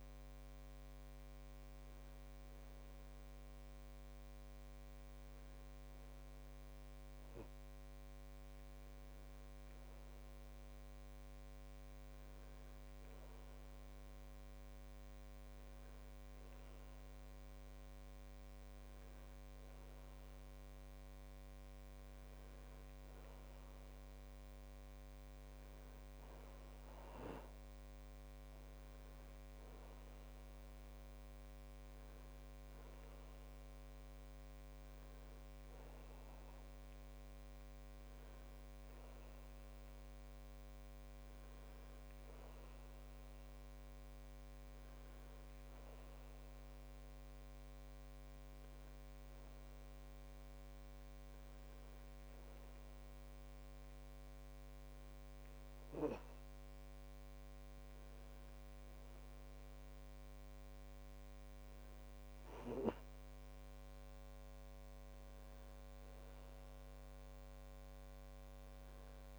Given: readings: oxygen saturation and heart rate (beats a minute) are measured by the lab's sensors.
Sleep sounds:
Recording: breathing in sleep, hard to hear, by a microphone on the trachea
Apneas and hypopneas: none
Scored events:
11.50-69.39 s: new sleep stage, N2 (light sleep)
From the record:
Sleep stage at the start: N1 (lightest sleep)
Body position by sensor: on the back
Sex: male

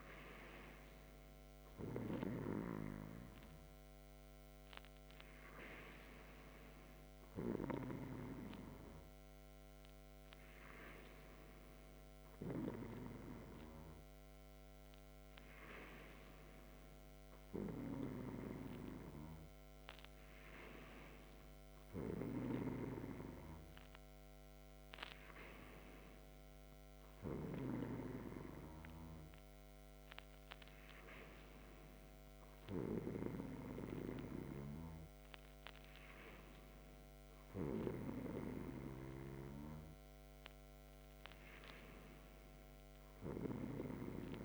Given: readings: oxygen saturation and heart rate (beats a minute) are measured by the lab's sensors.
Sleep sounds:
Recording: breathing in sleep by a microphone on the trachea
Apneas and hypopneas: none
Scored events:
none scored
From the record:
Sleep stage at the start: N2 (light sleep)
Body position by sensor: on the back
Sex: male

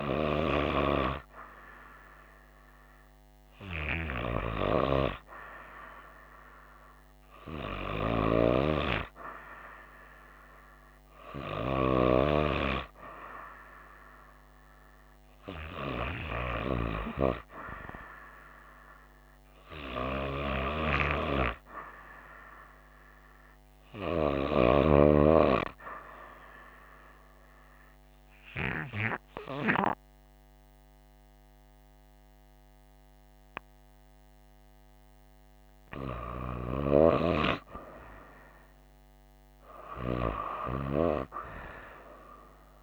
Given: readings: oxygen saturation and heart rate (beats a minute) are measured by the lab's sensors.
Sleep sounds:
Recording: breathing in sleep by a microphone on the trachea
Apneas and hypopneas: 1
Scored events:
27.50-37.50 s: obstructive apnea (oxygen 95% before, 93% lowest, heart rate 65 before, 64 extreme, up 1 after)
39.50-42.83 s: arousal
From the record:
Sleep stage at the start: N2 (light sleep)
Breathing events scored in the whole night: 130 in 5.5 hours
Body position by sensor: on the right side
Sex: female

